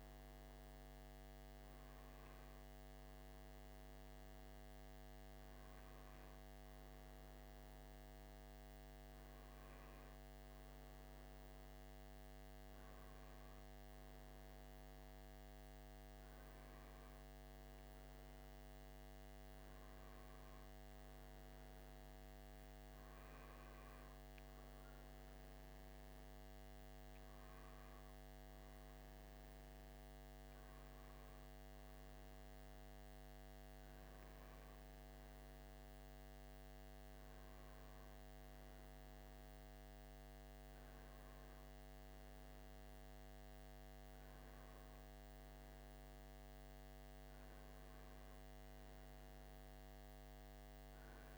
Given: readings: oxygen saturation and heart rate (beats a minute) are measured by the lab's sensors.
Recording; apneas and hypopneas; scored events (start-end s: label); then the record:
breathing in sleep, hard to hear, by a microphone on the trachea; none
none scored
From the record:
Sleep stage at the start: N1 (lightest sleep); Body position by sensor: on the right side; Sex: male